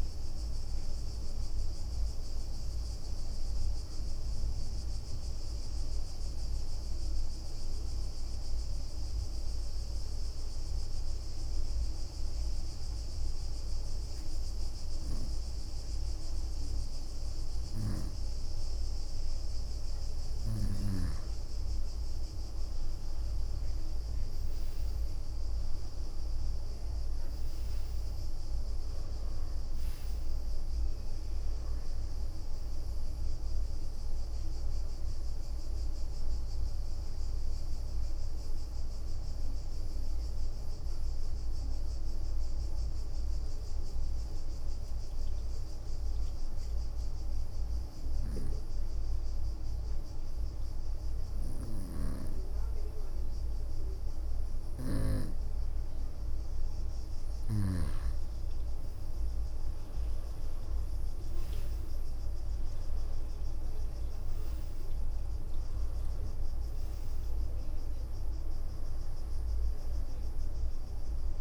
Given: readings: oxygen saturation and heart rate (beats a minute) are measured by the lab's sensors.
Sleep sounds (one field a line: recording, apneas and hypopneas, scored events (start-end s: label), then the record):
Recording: breathing in sleep, hard to hear, by a room microphone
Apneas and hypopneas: 2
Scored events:
0.00-10.00 s: oxygen desaturation (device-marked, oxygen 94% lowest, heart rate 53 extreme)
0.00-12.00 s: bradycardia (device-marked, heart rate 53 extreme)
2.00-4.00 s: leg movement (device-marked)
11.00-21.00 s: obstructive apnea (oxygen 97% before, 94% lowest, heart rate 61 before, 53 extreme, up 14 after)
22.00-28.50 s: leg movement (device-marked)
23.50-28.00 s: arousal
26.00-48.00 s: oxygen desaturation (device-marked, oxygen 98% before, 94% lowest, heart rate 61 before, 53 extreme)
32.00-45.00 s: bradycardia (device-marked, heart rate 65 before, 53 extreme)
40.00-54.00 s: obstructive apnea (oxygen 98% before, 94% lowest, heart rate 65 before, 57 extreme, up 8 after)
59.50-63.00 s: arousal
64.00-71.41 s: oxygen desaturation (device-marked, oxygen 98% before, 94% lowest, heart rate 63 before, 54 extreme)
69.00-71.41 s: bradycardia (device-marked, heart rate 64 before, 54 extreme)
From the record:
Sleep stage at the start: N2 (light sleep)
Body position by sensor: on the right side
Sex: female